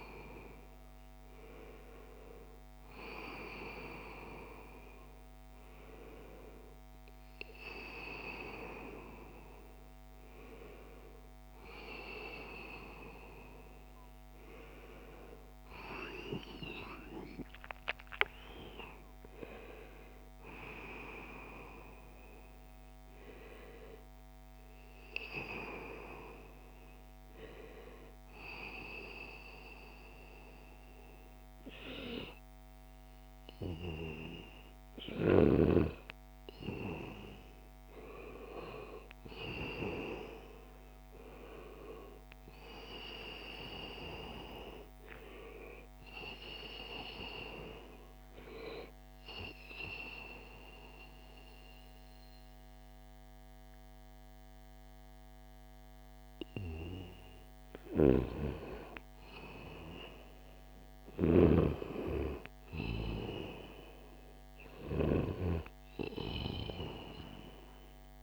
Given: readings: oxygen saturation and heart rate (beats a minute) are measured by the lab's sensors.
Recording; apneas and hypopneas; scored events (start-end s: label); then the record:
breathing in sleep by a microphone on the trachea; none
0.00-15.50 s: oxygen desaturation (device-marked, oxygen 92% lowest, heart rate 84 extreme)
15.50-21.00 s: arousal
44.50-54.50 s: oxygen desaturation (device-marked, oxygen 94% before, 90% lowest, heart rate 87 before, 79 extreme)
60.00-64.50 s: snoring (device-marked)
From the record:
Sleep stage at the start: N1 (lightest sleep); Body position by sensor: on the back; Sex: male